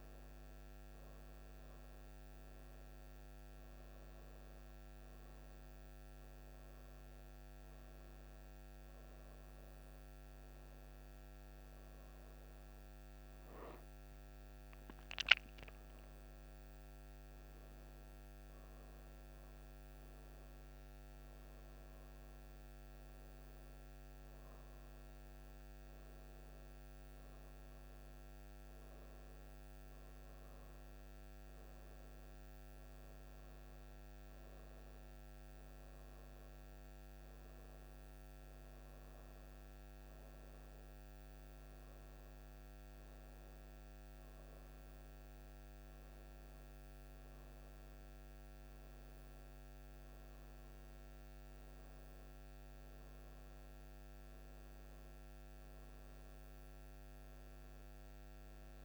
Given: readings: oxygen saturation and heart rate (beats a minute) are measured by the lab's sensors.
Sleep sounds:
breathing in sleep, hard to hear, by a microphone on the trachea; none
13.50-16.50 s: arousal
46.50-58.85 s: new sleep stage, awake
From the record:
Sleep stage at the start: N1 (lightest sleep); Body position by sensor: on the right side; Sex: female

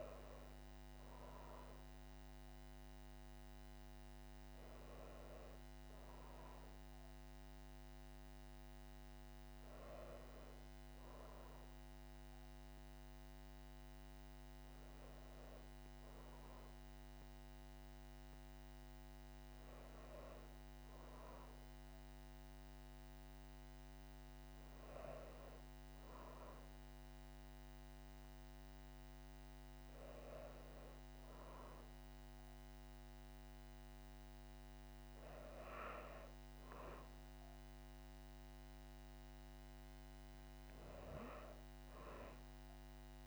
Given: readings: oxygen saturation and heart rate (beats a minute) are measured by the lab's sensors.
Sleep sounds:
breathing in sleep by a microphone on the trachea; none
none scored
From the record:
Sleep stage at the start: N1 (lightest sleep); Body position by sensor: on the back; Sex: female

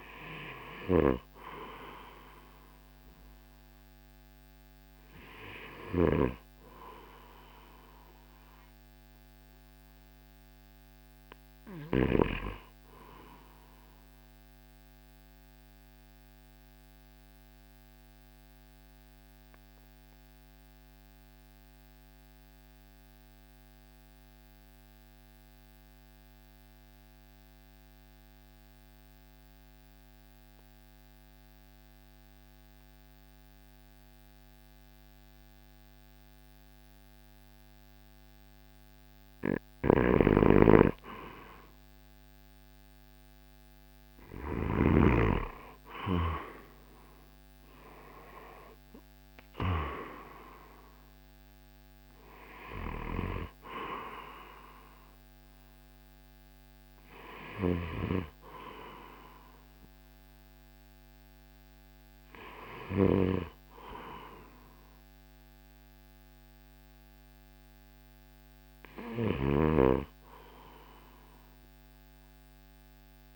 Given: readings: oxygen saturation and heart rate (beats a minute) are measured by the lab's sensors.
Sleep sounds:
breathing in sleep by a microphone on the trachea; 1
0.00-4.50 s: drop in pulse transit time (device-marked, heart rate 56 extreme)
13.50-22.50 s: oxygen desaturation (device-marked, oxygen 95% before, 89% lowest, heart rate 60 before, 54 extreme)
13.50-38.00 s: obstructive apnea (oxygen 96% before, 86% lowest, heart rate 60 before, 54 extreme, up 4 after)
37.50-73.36 s: oxygen desaturation (device-marked, oxygen 97% before, 86% lowest, heart rate 55 before, 54 extreme)
39.50-44.50 s: snoring (device-marked)
42.00-46.50 s: arousal
46.50-60.50 s: drop in pulse transit time (device-marked, heart rate 55 before, 54 extreme)
From the record:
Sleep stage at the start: N2 (light sleep); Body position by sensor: on the right side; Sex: male

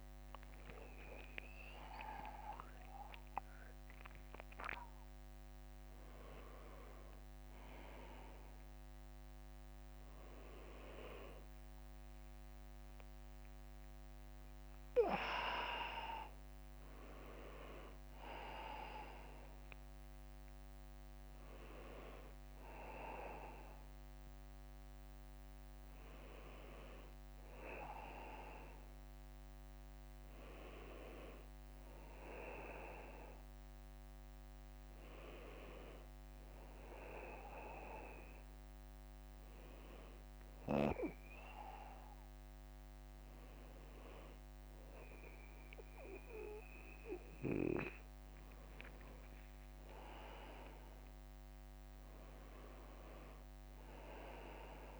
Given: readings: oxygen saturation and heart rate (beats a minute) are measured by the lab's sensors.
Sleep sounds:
breathing in sleep by a microphone on the trachea; none
0.50-5.00 s: arousal
3.50-27.50 s: drop in pulse transit time (device-marked, heart rate 62 before, 62 extreme)
42.00-52.00 s: leg movement (device-marked)
51.00-55.00 s: arousal
From the record:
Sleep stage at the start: N2 (light sleep); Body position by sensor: on the back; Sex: male

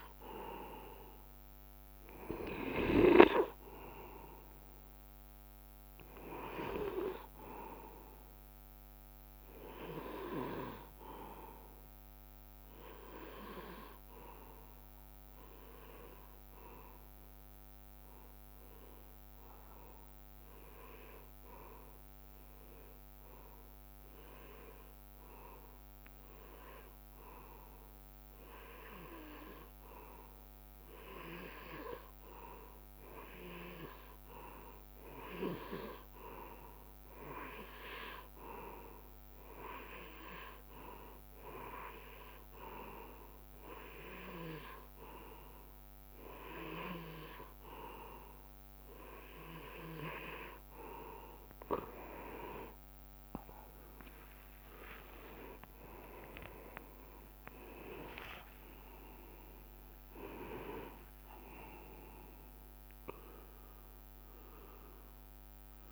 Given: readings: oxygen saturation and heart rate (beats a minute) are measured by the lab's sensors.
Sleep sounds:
breathing in sleep by a microphone on the trachea; 1
14.50-33.00 s: obstructive apnea (oxygen 96% before, 93% lowest, heart rate 75 before, 64 extreme, up 4 after)
35.50-39.50 s: arousal
42.00-60.00 s: oxygen desaturation (device-marked, oxygen 98% before, 93% lowest, heart rate 67 before, 62 extreme)
55.50-57.50 s: long interval between heartbeats (device-marked, heart rate 69 before, 81 extreme)
56.50-62.00 s: arousal
From the record:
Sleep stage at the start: N2 (light sleep); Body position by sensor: on the right side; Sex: male

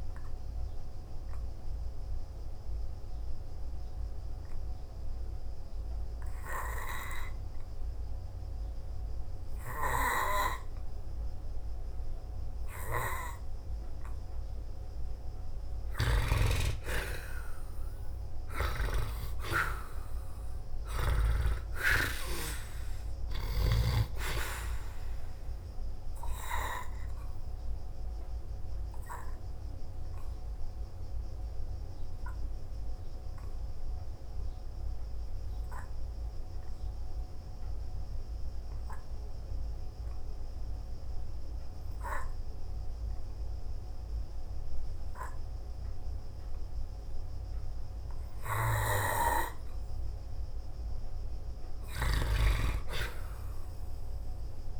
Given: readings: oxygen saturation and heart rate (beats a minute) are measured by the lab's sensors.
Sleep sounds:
breathing in sleep by a room microphone; 2
0.00-12.50 s: oxygen desaturation (device-marked, oxygen 90% lowest, heart rate 50 extreme)
0.50-14.00 s: hypopnea (oxygen 96% before, 87% lowest, heart rate 55 before, 50 extreme, up 1 after)
18.00-22.50 s: arousal
27.00-40.00 s: hypopnea (oxygen 96% before, 87% lowest, heart rate 54 before, 53 extreme, up 0 after)
36.50-53.50 s: oxygen desaturation (device-marked, oxygen 95% before, 87% lowest, heart rate 56 before, 53 extreme)
42.00-45.50 s: arousal
From the record:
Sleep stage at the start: N2 (light sleep); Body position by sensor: on the back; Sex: male

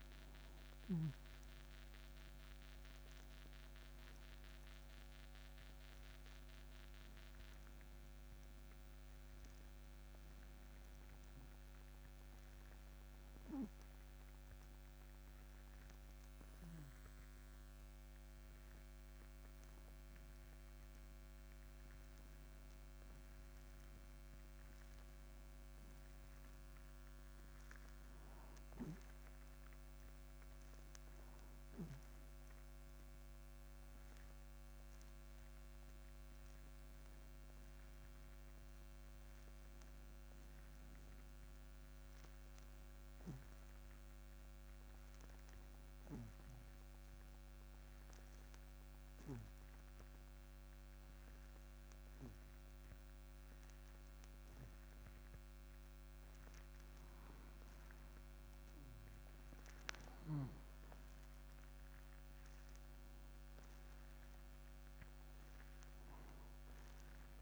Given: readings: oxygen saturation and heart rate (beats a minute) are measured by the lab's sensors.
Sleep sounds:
breathing in sleep, hard to hear, by a microphone on the trachea; 1
0.00-2.00 s: arousal
12.00-35.00 s: oxygen desaturation (device-marked, oxygen 95% before, 90% lowest, heart rate 90 before, 73 extreme)
38.50-42.00 s: arousal
47.00-57.50 s: hypopnea (oxygen 96% before, 90% lowest, heart rate 102 before, 55 extreme, up 16 after)
59.50-63.50 s: arousal
From the record:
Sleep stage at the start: N2 (light sleep); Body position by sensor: on the back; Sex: male

